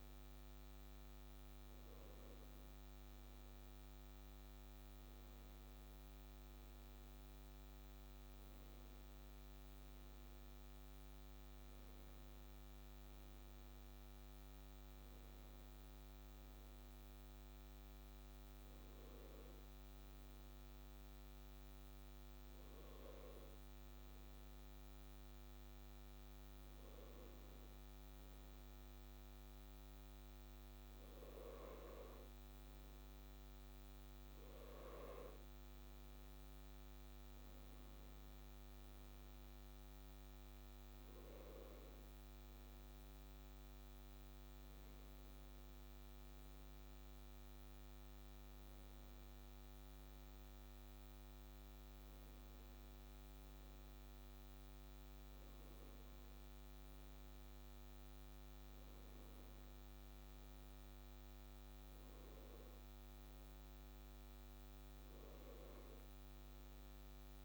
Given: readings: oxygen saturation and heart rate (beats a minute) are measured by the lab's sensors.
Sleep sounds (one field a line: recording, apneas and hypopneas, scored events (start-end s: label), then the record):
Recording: breathing in sleep, hard to hear, by a microphone on the trachea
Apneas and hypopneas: none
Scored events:
12.50-67.45 s: new sleep stage, N2 (light sleep)
45.50-50.50 s: arousal
From the record:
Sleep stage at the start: N1 (lightest sleep)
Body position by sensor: on the left side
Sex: male